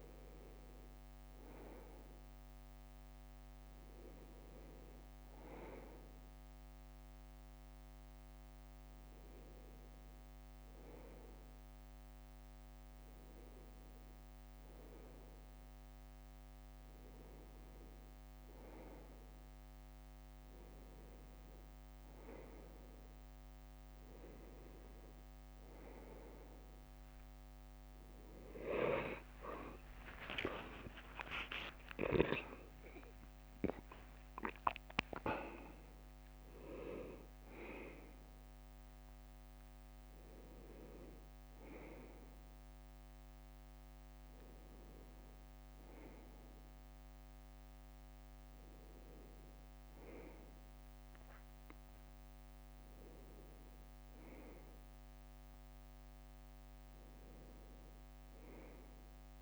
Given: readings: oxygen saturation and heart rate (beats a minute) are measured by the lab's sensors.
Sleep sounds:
a person awake in a sleep study, by a microphone on the trachea; none
7.50-9.50 s: leg movement (device-marked)
26.50-35.00 s: leg movement (device-marked)
58.00-59.42 s: leg movement (device-marked)
From the record:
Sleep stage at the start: awake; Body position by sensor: on the left side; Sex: male

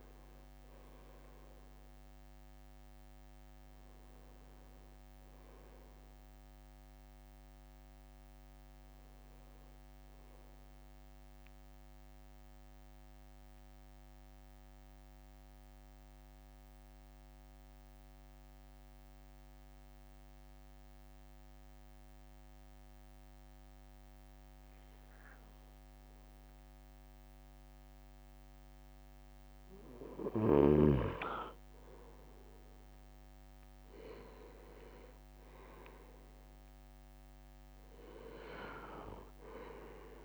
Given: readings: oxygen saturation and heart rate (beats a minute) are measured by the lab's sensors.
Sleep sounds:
breathing in sleep by a microphone on the trachea; 1
11.00-29.50 s: mixed apnea (oxygen 99% before, 97% lowest)
33.00-36.50 s: arousal
From the record:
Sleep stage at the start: N2 (light sleep); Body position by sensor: on the right side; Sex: male

